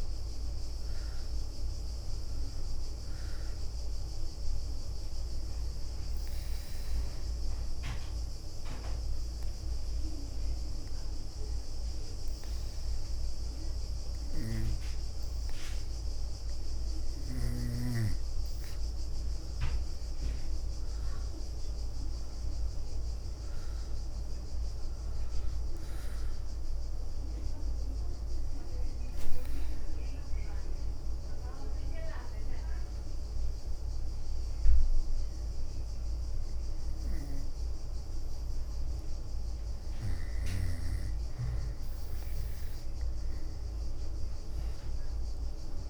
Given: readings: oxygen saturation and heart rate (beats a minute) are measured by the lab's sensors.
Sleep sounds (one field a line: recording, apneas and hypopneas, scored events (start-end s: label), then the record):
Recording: breathing in sleep by a room microphone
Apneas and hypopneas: 2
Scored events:
0.00-19.50 s: oxygen desaturation (device-marked, oxygen 89% lowest, heart rate 61 extreme)
6.00-19.00 s: obstructive apnea (oxygen 94% before, 89% lowest, heart rate 71 before, 61 extreme, up 10 after)
8.00-13.00 s: leg movement (device-marked)
19.00-20.00 s: leg movement (device-marked)
20.00-23.50 s: arousal
20.50-23.00 s: leg movement (device-marked)
28.50-40.50 s: obstructive apnea (oxygen 95% before, 90% lowest, heart rate 70 before, 62 extreme, up 13 after)
28.50-41.50 s: oxygen desaturation (device-marked, oxygen 95% before, 90% lowest, heart rate 70 before, 62 extreme)
33.00-34.50 s: leg movement (device-marked)
42.50-45.90 s: leg movement (device-marked)
43.50-45.90 s: arousal
From the record:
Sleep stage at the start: N2 (light sleep)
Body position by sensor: on the back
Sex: female